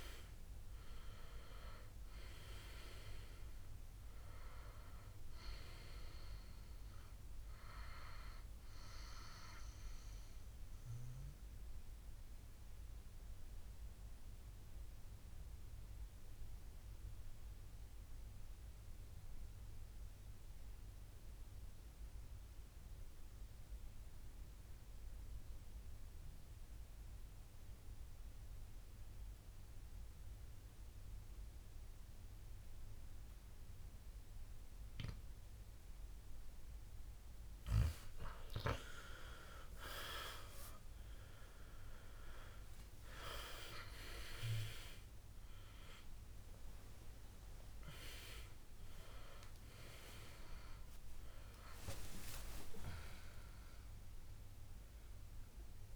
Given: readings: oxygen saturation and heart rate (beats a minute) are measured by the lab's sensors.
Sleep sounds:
breathing in sleep by a room microphone; 1
0.00-2.00 s: arousal
0.00-20.00 s: oxygen desaturation (device-marked, oxygen 91% lowest, heart rate 58 extreme)
9.50-38.00 s: mixed apnea (oxygen 98% before, 91% lowest, heart rate 71 before, 58 extreme, up 17 after)
38.00-55.96 s: oxygen desaturation (device-marked, oxygen 98% before, 92% lowest, heart rate 61 before, 58 extreme)
39.50-42.50 s: arousal
From the record:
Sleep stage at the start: N2 (light sleep); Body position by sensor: on the back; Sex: male

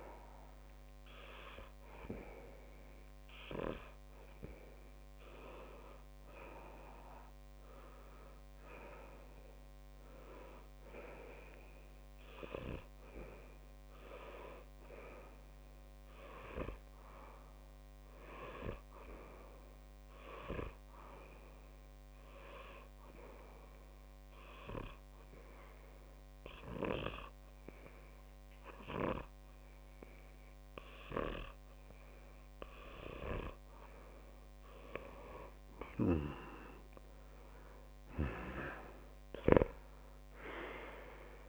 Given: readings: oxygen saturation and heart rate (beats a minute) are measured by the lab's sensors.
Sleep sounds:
breathing in sleep by a microphone on the trachea; 1
12.00-35.50 s: obstructive apnea (oxygen 100% before, 94% lowest)
12.50-33.50 s: oxygen desaturation (device-marked, oxygen 100% before, 96% lowest)
16.50-22.50 s: tachycardia (device-marked, heart rate 30 before, 157 extreme)
25.50-41.49 s: new sleep stage, N2 (light sleep)
26.00-28.00 s: long interval between heartbeats (device-marked)
33.50-41.49 s: tachycardia (device-marked)
34.00-36.00 s: long interval between heartbeats (device-marked, heart rate 73 before, 60 extreme)
36.50-38.50 s: long interval between heartbeats (device-marked, heart rate 77 before, 106 extreme)
37.50-41.49 s: arousal
From the record:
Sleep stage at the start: N1 (lightest sleep); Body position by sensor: on the back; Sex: male

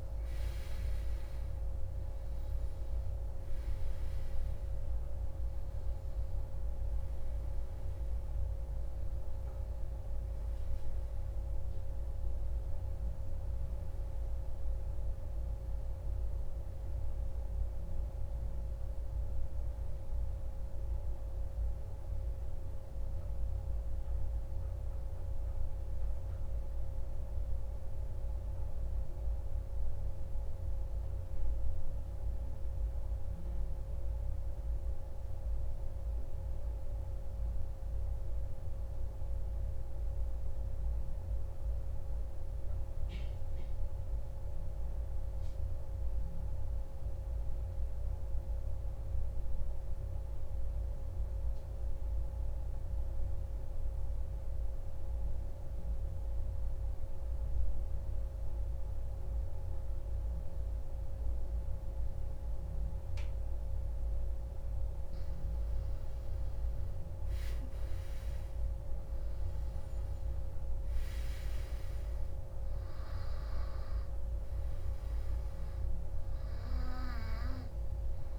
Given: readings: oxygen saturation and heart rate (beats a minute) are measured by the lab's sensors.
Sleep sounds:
breathing in sleep, hard to hear, by a room microphone; 1
0.00-21.50 s: oxygen desaturation (device-marked, oxygen 90% lowest)
24.50-62.50 s: hypopnea (oxygen 98% before, 91% lowest)
28.50-78.39 s: new sleep stage, N2 (light sleep)
56.50-78.39 s: oxygen desaturation (device-marked, oxygen 98% before, 91% lowest)
64.00-68.50 s: arousal
From the record:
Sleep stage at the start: N1 (lightest sleep); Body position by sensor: on the back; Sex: male

